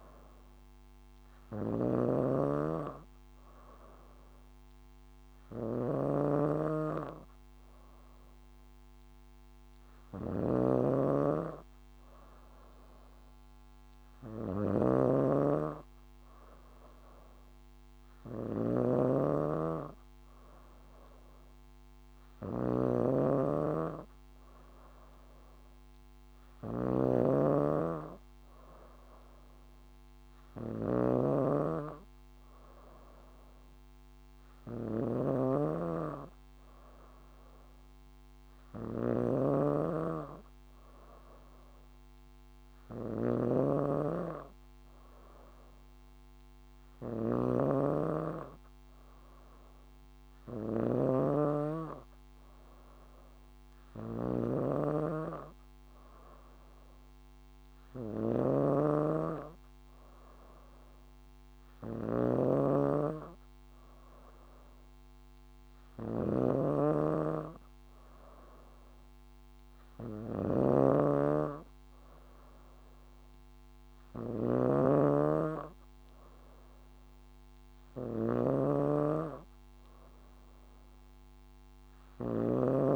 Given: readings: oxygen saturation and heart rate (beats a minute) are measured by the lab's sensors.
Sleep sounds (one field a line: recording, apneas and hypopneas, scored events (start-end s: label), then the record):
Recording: breathing in sleep by a microphone on the trachea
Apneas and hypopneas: none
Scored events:
0.00-82.96 s: snoring (device-marked)
From the record:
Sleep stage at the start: N3 (deep sleep)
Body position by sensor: on the back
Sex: female